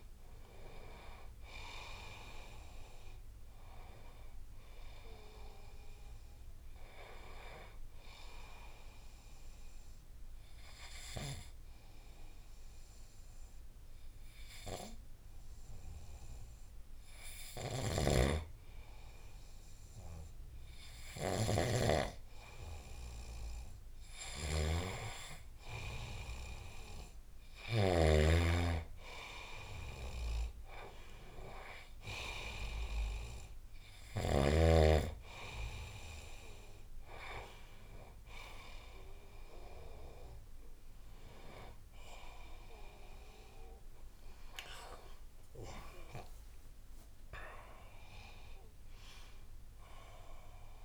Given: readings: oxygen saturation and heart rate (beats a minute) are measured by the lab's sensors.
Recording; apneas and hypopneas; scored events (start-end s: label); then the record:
breathing in sleep by a room microphone; 1
0.00-12.50 s: oxygen desaturation (device-marked, oxygen 93% lowest, heart rate 67 extreme)
8.00-19.50 s: obstructive apnea (oxygen 97% before, 93% lowest, heart rate 79 before, 67 extreme, up 3 after)
17.50-28.00 s: snoring (device-marked)
20.00-24.00 s: arousal
26.50-43.50 s: oxygen desaturation (device-marked, oxygen 98% before, 94% lowest, heart rate 76 before, 70 extreme)
45.50-49.00 s: arousal
From the record:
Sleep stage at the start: N2 (light sleep); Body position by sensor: on the right side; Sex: male